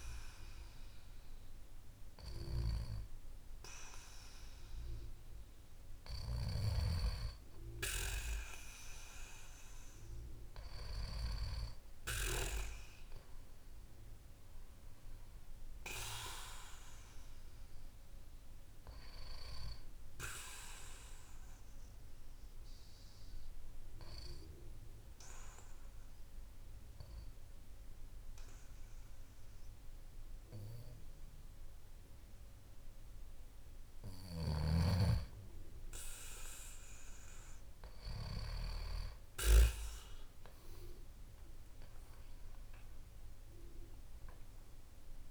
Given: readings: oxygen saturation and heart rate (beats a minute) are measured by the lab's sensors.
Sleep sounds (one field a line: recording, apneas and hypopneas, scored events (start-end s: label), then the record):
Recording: breathing in sleep by a room microphone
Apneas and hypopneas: 1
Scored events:
20.00-33.50 s: hypopnea (oxygen 96% before, 92% lowest, heart rate 54 before, 48 extreme)
34.50-40.50 s: arousal
41.50-45.31 s: oxygen desaturation (device-marked, oxygen 96% before, 92% lowest, heart rate 68 before, 48 extreme)
From the record:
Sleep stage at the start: N2 (light sleep)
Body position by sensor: on the back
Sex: male